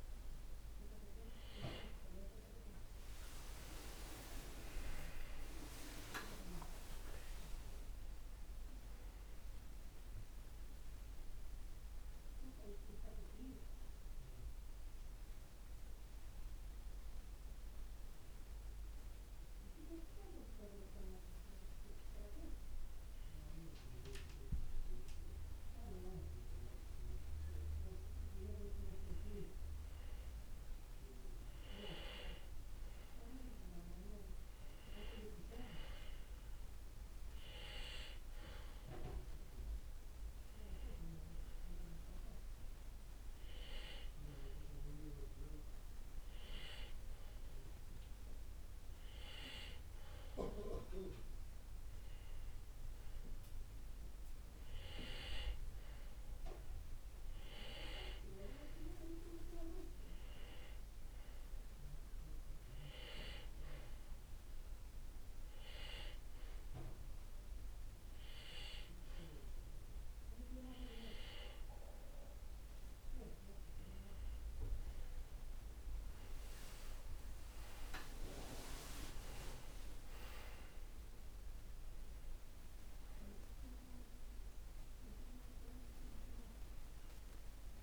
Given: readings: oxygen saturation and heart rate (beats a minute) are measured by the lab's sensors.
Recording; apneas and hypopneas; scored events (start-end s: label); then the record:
breathing in sleep by a room microphone; 3
6.50-11.00 s: arousal
16.00-27.00 s: obstructive apnea (oxygen 95% before, 92% lowest, heart rate 70 before, 53 extreme, up 3 after)
30.00-35.00 s: arousal
36.00-44.00 s: oxygen desaturation (device-marked, oxygen 97% before, 92% lowest, heart rate 54 before, 55 extreme)
41.00-51.50 s: hypopnea (oxygen 97% before, 92% lowest, heart rate 55 before, 57 extreme, up 10 after)
54.50-58.00 s: arousal
63.50-74.50 s: hypopnea (oxygen 96% before, 92% lowest, heart rate 61 before, 54 extreme, up 15 after)
76.50-81.00 s: arousal
82.00-87.83 s: oxygen desaturation (device-marked, oxygen 95% before, 92% lowest, heart rate 68 before, 54 extreme)
From the record:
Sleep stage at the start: N2 (light sleep); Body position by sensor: on the back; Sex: male